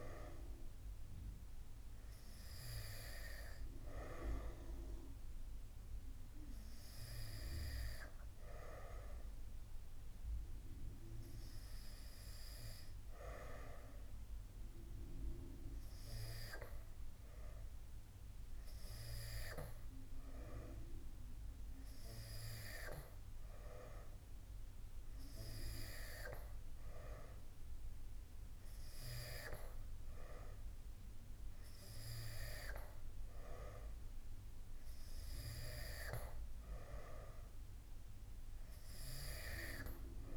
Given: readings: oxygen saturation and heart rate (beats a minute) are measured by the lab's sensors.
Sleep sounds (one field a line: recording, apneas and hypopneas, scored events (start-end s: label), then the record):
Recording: breathing in sleep by a room microphone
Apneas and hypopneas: none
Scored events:
none scored
From the record:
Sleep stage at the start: N2 (light sleep)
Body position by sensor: on the back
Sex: male